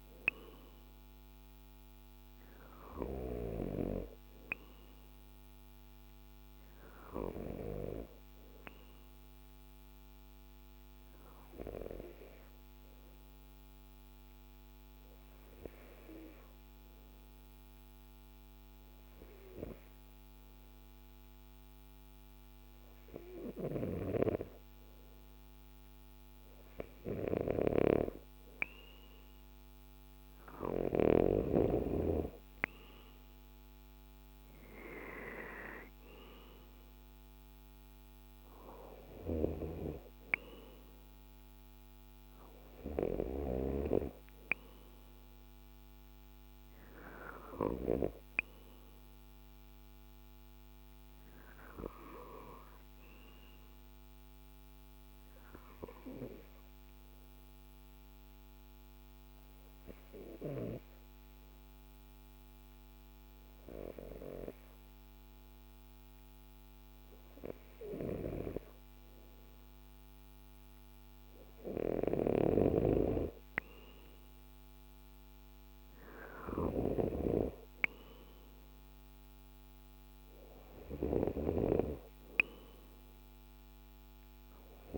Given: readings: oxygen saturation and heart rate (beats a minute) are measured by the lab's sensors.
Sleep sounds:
breathing in sleep by a microphone on the trachea; 2
12.50-28.50 s: hypopnea (oxygen 95% before, 93% lowest, heart rate 53 before, 51 extreme, up 3 after)
30.50-35.00 s: arousal
53.50-69.00 s: hypopnea (oxygen 95% before, 93% lowest, heart rate 52 before, 51 extreme, up 2 after)
70.50-74.50 s: arousal
From the record:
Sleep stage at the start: N2 (light sleep); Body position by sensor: on the left side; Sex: male

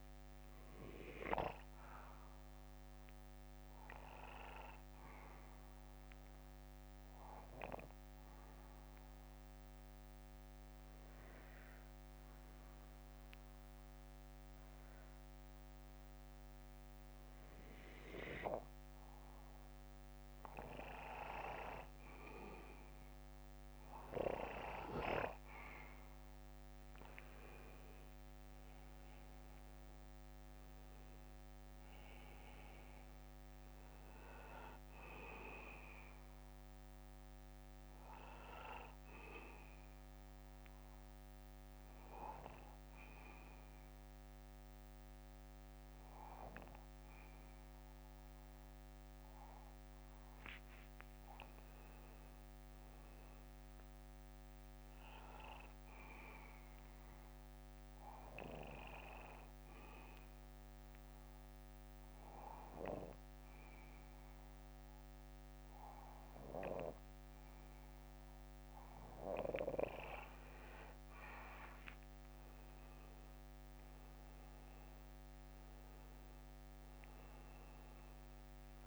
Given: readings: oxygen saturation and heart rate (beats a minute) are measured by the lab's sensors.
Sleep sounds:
breathing in sleep by a microphone on the trachea; 3
0.00-2.50 s: bradycardia (device-marked, heart rate 61 extreme)
3.50-9.50 s: bradycardia (device-marked, heart rate 62 before, 55 extreme)
6.50-26.00 s: obstructive apnea (oxygen 97% before, 92% lowest, heart rate 60 before, 49 extreme, up 14 after)
11.50-17.50 s: bradycardia (device-marked, heart rate 62 before, 57 extreme)
20.50-27.50 s: bradycardia (device-marked, heart rate 62 before, 57 extreme)
29.50-33.50 s: arousal
33.50-48.50 s: bradycardia (device-marked, heart rate 62 before, 49 extreme)
40.50-51.50 s: obstructive apnea (oxygen 96% before, 92% lowest, heart rate 61 before, 54 extreme, up 18 after)
52.50-55.00 s: arousal
57.50-67.50 s: bradycardia (device-marked, heart rate 62 before, 54 extreme)
57.50-71.00 s: obstructive apnea (oxygen 96% before, 93% lowest, heart rate 58 before, 55 extreme, up 13 after)
73.50-77.50 s: arousal
From the record:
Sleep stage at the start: N2 (light sleep); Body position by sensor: on the back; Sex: male

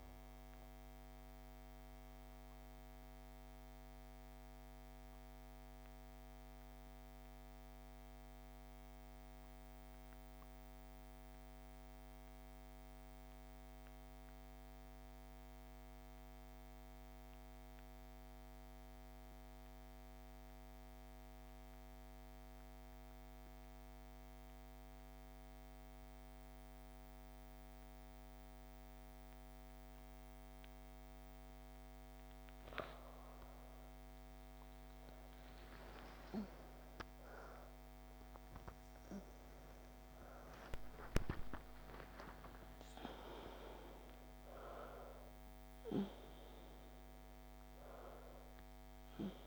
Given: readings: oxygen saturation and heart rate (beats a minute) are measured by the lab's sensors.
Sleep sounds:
breathing in sleep by a microphone on the trachea; 1
2.00-32.00 s: obstructive apnea (oxygen 97% before, 90% lowest, heart rate 57 before, 58 extreme, up 17 after)
18.00-49.47 s: oxygen desaturation (device-marked, oxygen 97% before, 90% lowest, heart rate 59 before, 52 extreme)
34.50-41.00 s: arousal
From the record:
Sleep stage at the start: N2 (light sleep); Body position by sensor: on the back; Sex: female

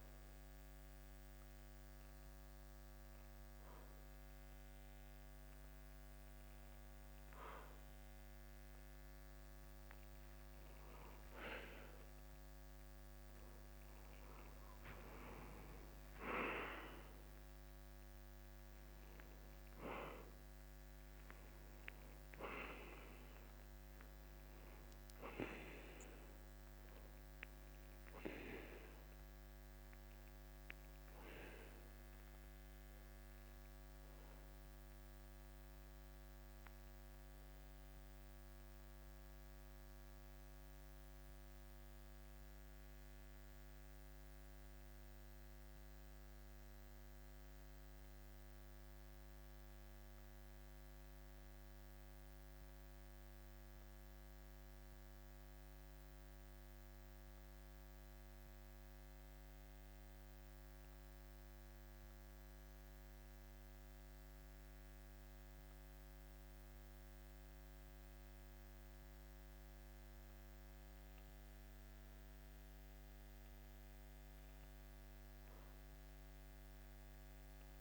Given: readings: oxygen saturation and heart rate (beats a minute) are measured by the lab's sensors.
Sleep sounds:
breathing in sleep by a microphone on the trachea; 1
0.00-1.00 s: arousal
8.00-23.00 s: oxygen desaturation (device-marked, oxygen 97% before, 93% lowest, heart rate 52 before, 51 extreme)
32.00-36.50 s: arousal
37.00-66.00 s: oxygen desaturation (device-marked, oxygen 94% before, 91% lowest, heart rate 54 before, 48 extreme)
43.00-70.00 s: central apnea (oxygen 94% before, 91% lowest, heart rate 55 before, 48 extreme, up 7 after)
73.00-77.81 s: arousal
From the record:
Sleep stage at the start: N2 (light sleep); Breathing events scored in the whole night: 161 in 3.5 hours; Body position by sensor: on the back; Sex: male

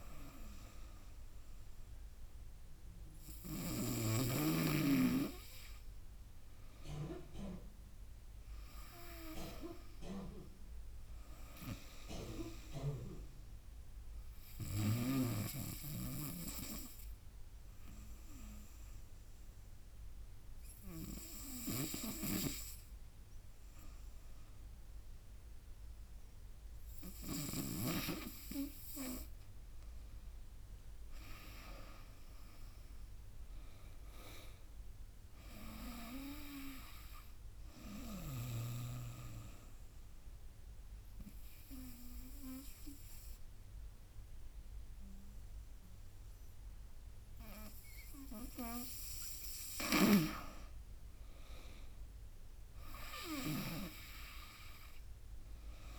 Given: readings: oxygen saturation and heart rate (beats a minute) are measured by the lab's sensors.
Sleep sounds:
breathing in sleep by a room microphone; 2
0.00-1.00 s: drop in pulse transit time (device-marked, heart rate 79 extreme)
14.00-27.00 s: obstructive apnea (oxygen 97% before, 92% lowest, heart rate 82 before, 74 extreme, up 15 after)
22.00-28.00 s: snoring (device-marked)
28.50-31.50 s: arousal
31.00-42.00 s: drop in pulse transit time (device-marked, heart rate 78 before, 82 extreme)
33.00-46.00 s: oxygen desaturation (device-marked, oxygen 96% before, 92% lowest, heart rate 78 before, 74 extreme)
38.00-49.50 s: obstructive apnea (oxygen 97% before, 92% lowest, heart rate 80 before, 74 extreme, up 7 after)
50.00-54.00 s: snoring (device-marked)
50.50-54.00 s: arousal
53.00-55.99 s: drop in pulse transit time (device-marked, heart rate 83 before, 76 extreme)
From the record:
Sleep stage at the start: N2 (light sleep); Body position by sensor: on the right side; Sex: female

